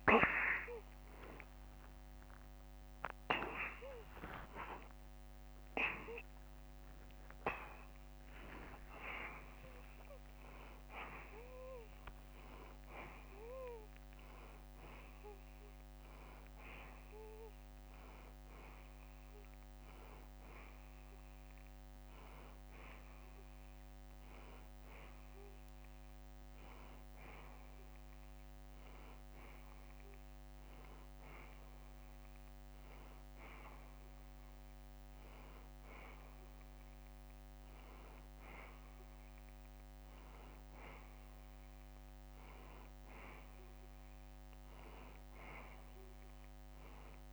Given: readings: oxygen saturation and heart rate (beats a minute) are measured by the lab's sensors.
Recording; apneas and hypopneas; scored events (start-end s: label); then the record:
a person partly awake in a sleep study, by a microphone on the trachea; none
0.00-1.50 s: long interval between heartbeats (device-marked, heart rate 90 extreme)
0.50-7.50 s: tachycardia (device-marked, heart rate 73 before, 111 extreme)
0.50-16.50 s: drop in pulse transit time (device-marked, heart rate 74 before, 84 extreme)
4.00-6.00 s: long interval between heartbeats (device-marked, heart rate 77 before, 109 extreme)
7.00-9.00 s: long interval between heartbeats (device-marked, heart rate 82 before, 111 extreme)
16.50-46.50 s: new sleep stage, N1 (lightest sleep)
46.50-47.33 s: new sleep stage, N2 (light sleep)
From the record:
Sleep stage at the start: awake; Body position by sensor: on the back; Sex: male